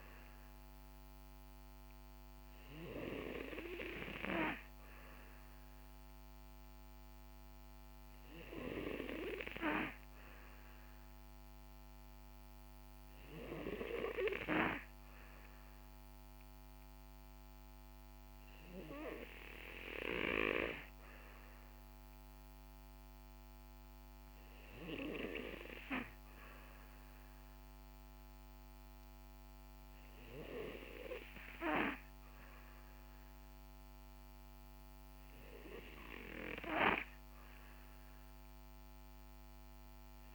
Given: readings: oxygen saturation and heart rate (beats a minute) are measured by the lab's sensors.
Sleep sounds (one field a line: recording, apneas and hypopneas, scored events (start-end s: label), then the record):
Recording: breathing in sleep by a microphone on the trachea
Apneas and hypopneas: none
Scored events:
none scored
From the record:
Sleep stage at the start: N2 (light sleep)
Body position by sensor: on the back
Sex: male